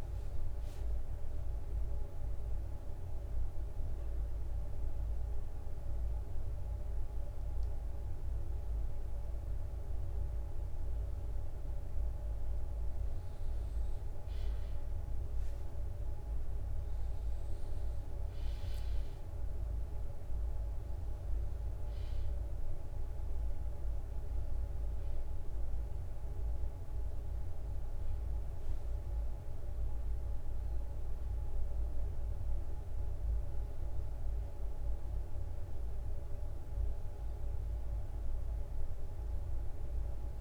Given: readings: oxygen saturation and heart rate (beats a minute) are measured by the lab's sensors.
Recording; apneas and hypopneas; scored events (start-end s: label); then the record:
breathing in sleep, hard to hear, by a room microphone; 1
1.00-12.00 s: central apnea (oxygen 96% before, 94% lowest, heart rate 62 before, 57 extreme, up 2 after)
4.00-15.00 s: bradycardia (device-marked, heart rate 61 before, 57 extreme)
17.00-20.00 s: bradycardia (device-marked, heart rate 61 before, 59 extreme)
18.50-24.00 s: arousal
25.00-33.00 s: bradycardia (device-marked, heart rate 61 before, 58 extreme)
From the record:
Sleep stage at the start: N1 (lightest sleep); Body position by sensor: on the back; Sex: male